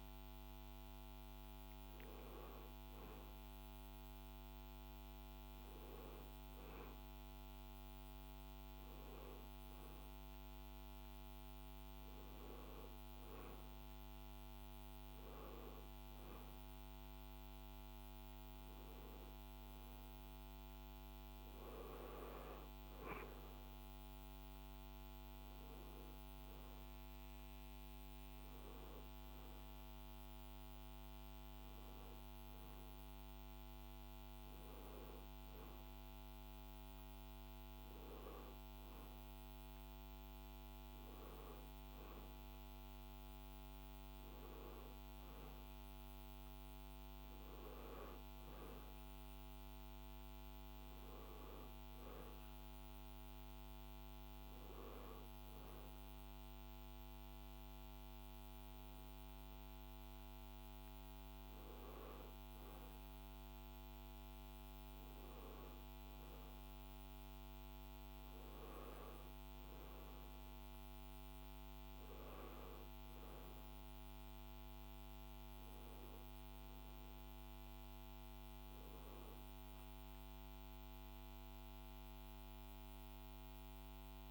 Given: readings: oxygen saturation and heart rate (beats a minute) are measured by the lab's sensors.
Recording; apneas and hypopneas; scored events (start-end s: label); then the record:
a person awake in a sleep study, hard to hear, by a microphone on the trachea; none
none scored
From the record:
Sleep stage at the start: awake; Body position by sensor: on the back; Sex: male